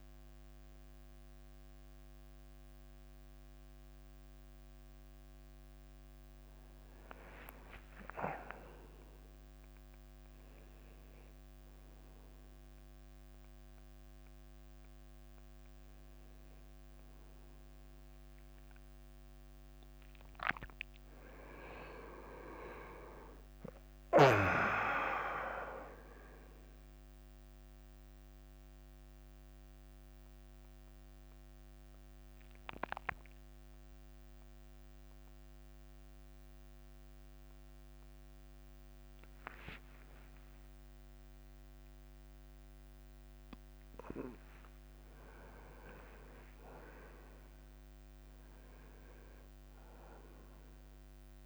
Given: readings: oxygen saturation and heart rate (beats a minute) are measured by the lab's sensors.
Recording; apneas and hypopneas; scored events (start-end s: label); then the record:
a person awake in a sleep study, by a microphone on the trachea; none
37.50-51.46 s: drop in pulse transit time (device-marked, heart rate 95 before, 96 extreme)
38.50-51.46 s: new sleep stage, N1 (lightest sleep)
43.50-48.50 s: tachycardia (device-marked, heart rate 98 before, 101 extreme)
From the record:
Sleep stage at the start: awake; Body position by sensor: on the right side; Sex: male